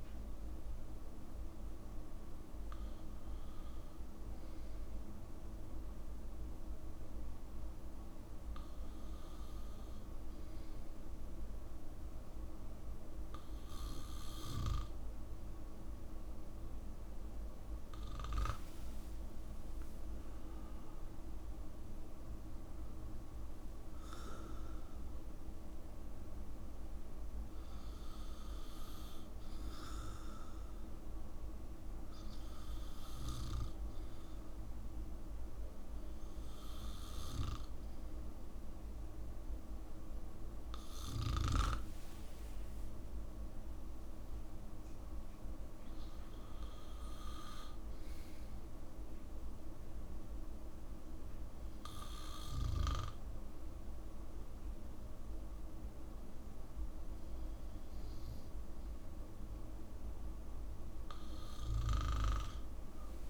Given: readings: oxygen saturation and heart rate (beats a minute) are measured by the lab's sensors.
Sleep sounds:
breathing in sleep by a room microphone; 1
18.50-22.50 s: arousal
19.00-21.00 s: long interval between heartbeats (device-marked, heart rate 65 before, 80 extreme)
28.00-40.00 s: hypopnea (oxygen 94% before, 93% lowest, heart rate 71 before, 61 extreme, up 13 after)
42.50-46.50 s: arousal
From the record:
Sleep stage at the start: N2 (light sleep); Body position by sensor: on the back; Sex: male

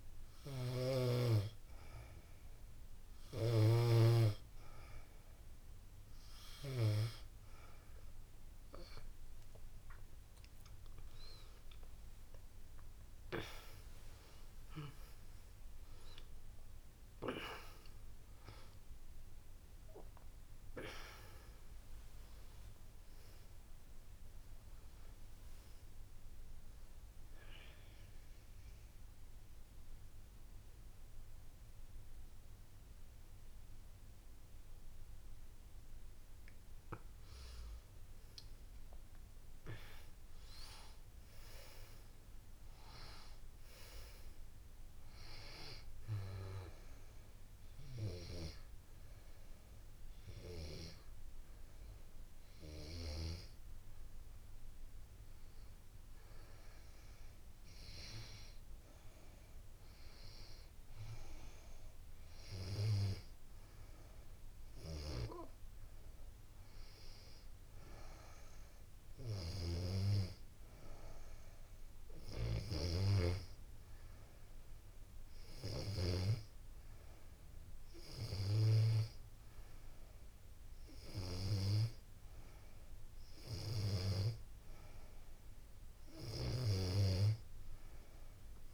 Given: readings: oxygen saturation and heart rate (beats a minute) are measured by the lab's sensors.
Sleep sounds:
breathing in sleep by a room microphone; 2
10.00-15.00 s: arousal
26.00-36.00 s: obstructive apnea (oxygen 93% before, 89% lowest, heart rate 91 before, 83 extreme, up 4 after)
38.00-42.00 s: arousal
40.00-52.00 s: oxygen desaturation (device-marked, oxygen 96% before, 89% lowest, heart rate 91 before, 82 extreme)
45.00-55.00 s: obstructive apnea (oxygen 96% before, 89% lowest, heart rate 90 before, 82 extreme, up 2 after)
59.00-63.00 s: arousal
From the record:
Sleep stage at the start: N2 (light sleep); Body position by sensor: on the back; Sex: female

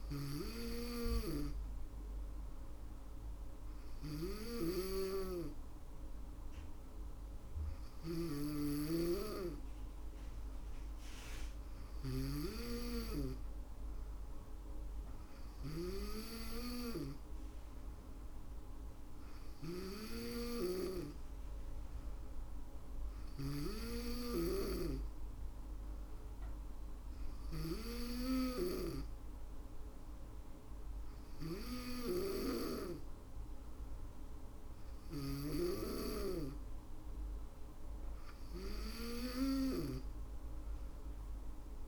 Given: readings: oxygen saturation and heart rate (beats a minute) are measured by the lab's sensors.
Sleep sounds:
breathing in sleep by a room microphone; none
0.00-11.50 s: snoring (device-marked)
32.50-41.87 s: drop in pulse transit time (device-marked, heart rate 59 before, 61 extreme)
From the record:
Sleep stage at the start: N2 (light sleep); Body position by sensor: on the back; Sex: female

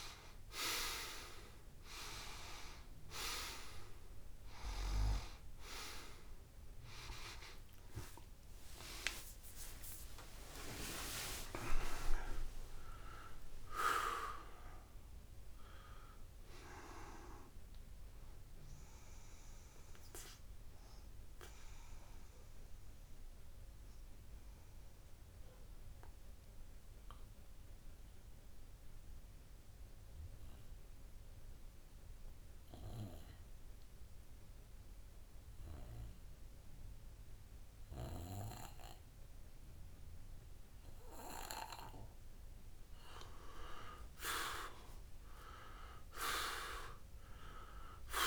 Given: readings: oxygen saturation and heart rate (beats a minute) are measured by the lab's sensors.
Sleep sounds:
breathing in sleep by a room microphone; 1
0.00-4.50 s: tachycardia (device-marked, heart rate 128 extreme)
1.00-3.00 s: long interval between heartbeats (device-marked, heart rate 75 before, 121 extreme)
6.50-8.50 s: long interval between heartbeats (device-marked, heart rate 86 before, 99 extreme)
6.50-9.50 s: tachycardia (device-marked, heart rate 82 before, 107 extreme)
8.50-12.00 s: arousal
10.00-12.00 s: long interval between heartbeats (device-marked, heart rate 89 before, 107 extreme)
12.50-14.50 s: long interval between heartbeats (device-marked, heart rate 92 before, 96 extreme)
15.00-17.00 s: long interval between heartbeats (device-marked, heart rate 96 before, 100 extreme)
17.00-19.00 s: long interval between heartbeats (device-marked, heart rate 101 before, 92 extreme)
21.00-23.00 s: long interval between heartbeats (device-marked, heart rate 101 before, 64 extreme)
24.00-26.00 s: long interval between heartbeats (device-marked, heart rate 92 before, 54 extreme)
24.00-42.50 s: obstructive apnea (oxygen 98% before, 92% lowest)
33.00-35.00 s: long interval between heartbeats (device-marked, heart rate 65 before, 42 extreme)
36.00-38.00 s: long interval between heartbeats (device-marked, heart rate 57 before, 44 extreme)
38.00-40.00 s: long interval between heartbeats (device-marked, heart rate 52 before, 40 extreme)
43.50-47.00 s: arousal
From the record:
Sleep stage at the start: N2 (light sleep); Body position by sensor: on the back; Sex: male

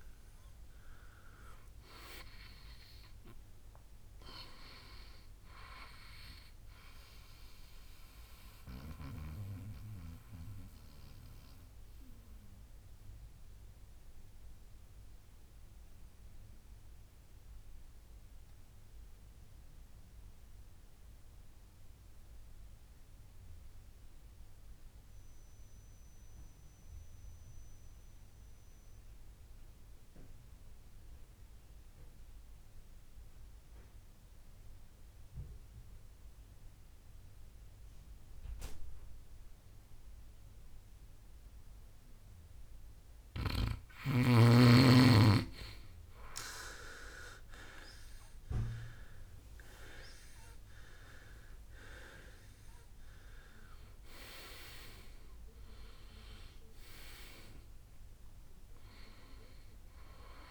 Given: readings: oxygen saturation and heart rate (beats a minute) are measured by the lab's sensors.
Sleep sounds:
breathing in sleep by a room microphone; 1
0.00-25.00 s: oxygen desaturation (device-marked, oxygen 90% lowest, heart rate 58 extreme)
8.00-42.50 s: mixed apnea (oxygen 98% before, 89% lowest, heart rate 75 before, 58 extreme, up 15 after)
42.00-60.50 s: oxygen desaturation (device-marked, oxygen 98% before, 89% lowest, heart rate 61 before, 59 extreme)
46.00-50.50 s: arousal
From the record:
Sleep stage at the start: N2 (light sleep); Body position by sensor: on the back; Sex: male

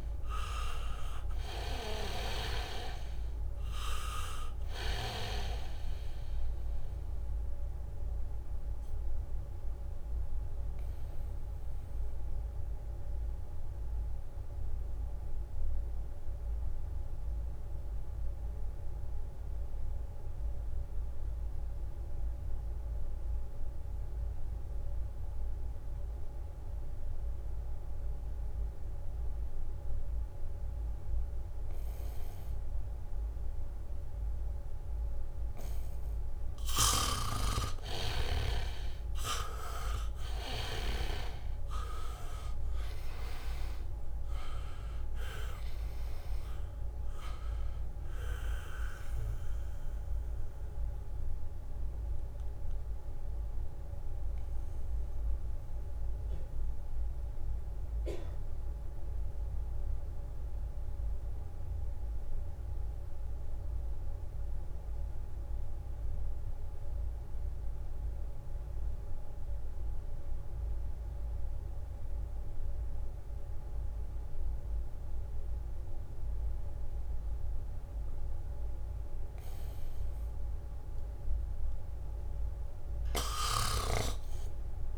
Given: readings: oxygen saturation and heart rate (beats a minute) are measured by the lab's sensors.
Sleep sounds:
breathing in sleep by a room microphone; 2
0.00-23.00 s: oxygen desaturation (device-marked, oxygen 75% lowest, heart rate 64 extreme)
8.50-32.50 s: mixed apnea (oxygen 99% before, 75% lowest, heart rate 69 before, 67 extreme, up 2 after)
30.00-64.00 s: oxygen desaturation (device-marked, oxygen 99% before, 75% lowest, heart rate 73 before, 63 extreme)
34.00-35.50 s: leg movement (device-marked)
37.00-41.50 s: leg movement (device-marked)
38.50-42.00 s: arousal
42.00-46.00 s: leg movement (device-marked)
53.00-79.50 s: mixed apnea (oxygen 99% before, 75% lowest, heart rate 69 before, 63 extreme, up 5 after)
76.00-84.98 s: oxygen desaturation (device-marked, oxygen 99% before, 75% lowest, heart rate 72 before, 63 extreme)
77.00-78.50 s: leg movement (device-marked)
83.00-84.98 s: arousal
From the record:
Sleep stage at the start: N2 (light sleep); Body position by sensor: on the back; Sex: male

